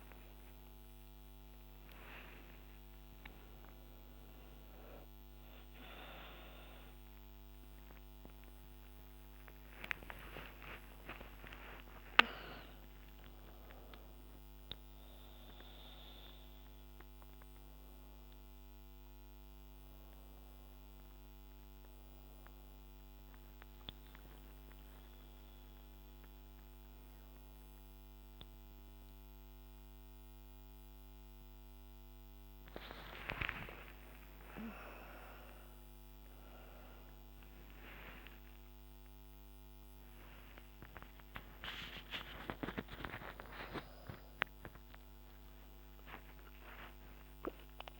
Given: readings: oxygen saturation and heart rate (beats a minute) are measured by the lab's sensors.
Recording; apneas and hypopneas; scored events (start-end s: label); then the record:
a person awake in a sleep study, by a microphone on the trachea; none
0.00-7.00 s: oxygen desaturation (device-marked, oxygen 93% lowest, heart rate 77 extreme)
4.00-48.00 s: new sleep stage, awake
7.50-9.50 s: long interval between heartbeats (device-marked, heart rate 75 before, 88 extreme)
10.00-12.00 s: long interval between heartbeats (device-marked, heart rate 78 before, 107 extreme)
41.50-43.50 s: long interval between heartbeats (device-marked, heart rate 78 before, 85 extreme)
From the record:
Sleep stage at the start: N2 (light sleep); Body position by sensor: on the back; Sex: female